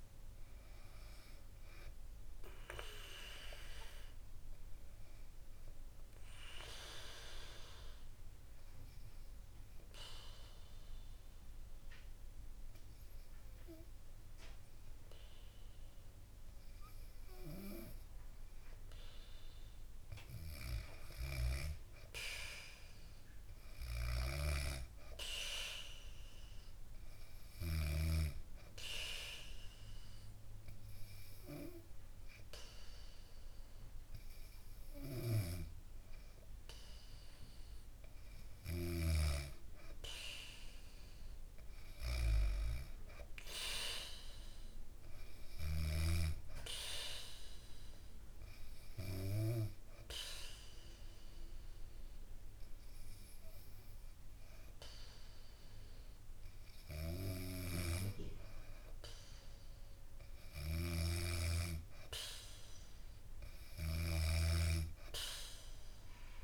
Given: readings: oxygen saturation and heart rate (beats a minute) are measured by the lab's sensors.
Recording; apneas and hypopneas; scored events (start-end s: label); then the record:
breathing in sleep by a room microphone; 3
6.00-19.50 s: obstructive apnea (oxygen 99% before, 95% lowest, heart rate 65 before, 64 extreme, up 0 after)
21.00-24.50 s: arousal
27.00-37.50 s: obstructive apnea (oxygen 99% before, 94% lowest, heart rate 65 before, 64 extreme, up 6 after)
40.00-43.00 s: arousal
48.50-59.50 s: obstructive apnea (oxygen 99% before, 94% lowest, heart rate 66 before, 66 extreme)
60.50-66.44 s: snoring (device-marked)
62.00-66.44 s: arousal
From the record:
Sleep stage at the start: N2 (light sleep); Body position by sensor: on the back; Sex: female